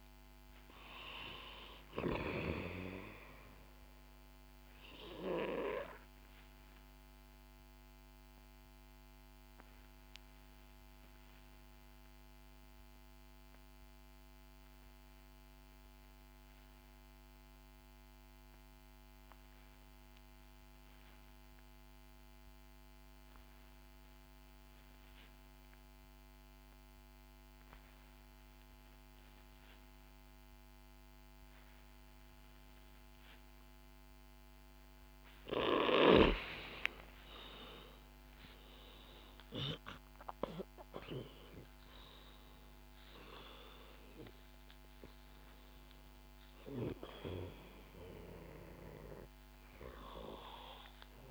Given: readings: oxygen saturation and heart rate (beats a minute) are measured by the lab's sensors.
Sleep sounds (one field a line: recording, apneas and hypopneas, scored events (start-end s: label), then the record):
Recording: breathing in sleep by a microphone on the trachea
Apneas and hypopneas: 1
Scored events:
0.00-24.00 s: oxygen desaturation (device-marked, oxygen 84% lowest, heart rate 58 extreme)
5.50-36.00 s: obstructive apnea (oxygen 97% before, 84% lowest, heart rate 68 before, 58 extreme, up 15 after)
38.00-44.50 s: arousal
From the record:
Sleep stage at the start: N2 (light sleep)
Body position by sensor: on the back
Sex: female